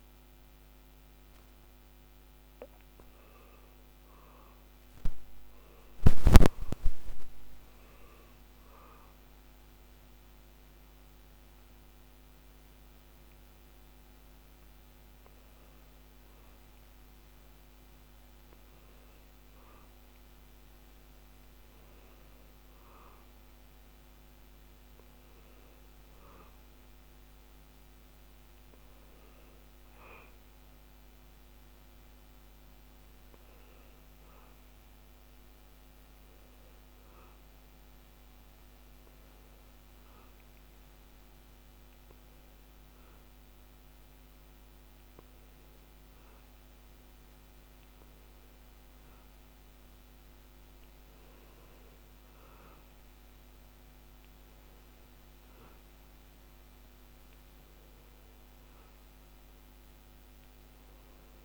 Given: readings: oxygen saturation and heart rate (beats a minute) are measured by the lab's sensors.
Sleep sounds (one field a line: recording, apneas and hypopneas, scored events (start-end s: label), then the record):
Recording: breathing in sleep, hard to hear, by a microphone on the trachea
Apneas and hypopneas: none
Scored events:
none scored
From the record:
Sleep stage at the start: N2 (light sleep)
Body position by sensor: on the back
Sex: male